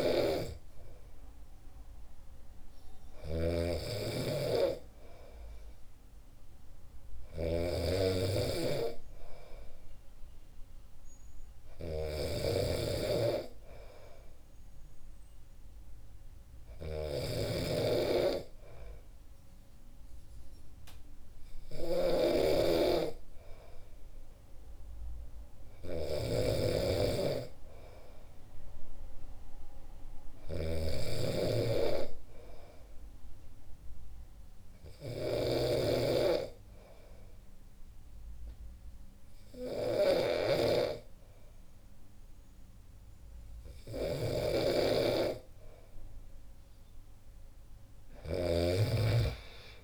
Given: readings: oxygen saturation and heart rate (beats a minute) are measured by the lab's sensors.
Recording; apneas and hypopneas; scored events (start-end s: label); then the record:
breathing in sleep by a room microphone; none
0.00-48.50 s: snoring (device-marked)
From the record:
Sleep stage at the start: N2 (light sleep); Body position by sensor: on the back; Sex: male